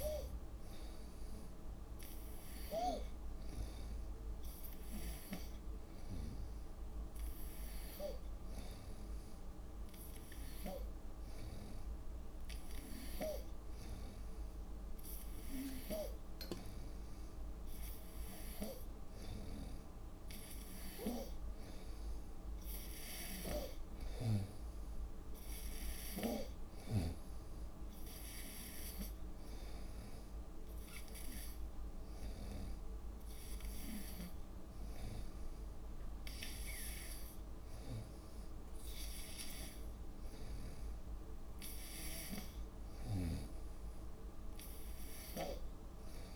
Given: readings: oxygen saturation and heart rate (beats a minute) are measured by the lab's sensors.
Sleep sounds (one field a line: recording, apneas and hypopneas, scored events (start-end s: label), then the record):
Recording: breathing in sleep by a room microphone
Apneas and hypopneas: none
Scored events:
42.00-46.35 s: snoring (device-marked)
From the record:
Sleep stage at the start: N2 (light sleep)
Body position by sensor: on the right side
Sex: female